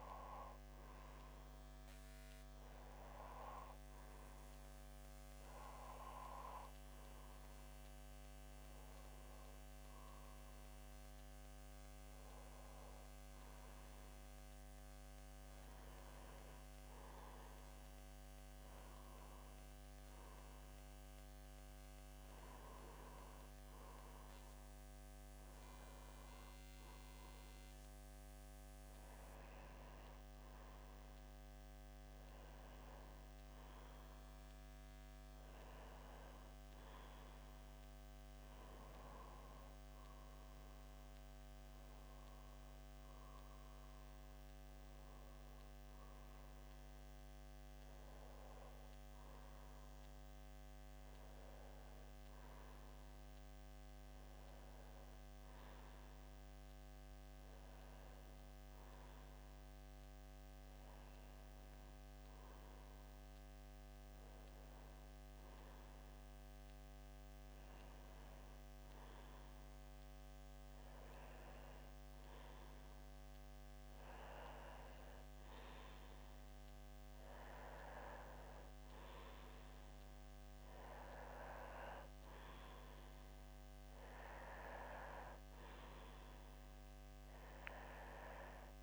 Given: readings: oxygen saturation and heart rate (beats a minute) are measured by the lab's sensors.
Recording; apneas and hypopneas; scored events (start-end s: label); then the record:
breathing in sleep by a microphone on the trachea; none
none scored
From the record:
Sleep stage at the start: N2 (light sleep); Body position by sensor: on the back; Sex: male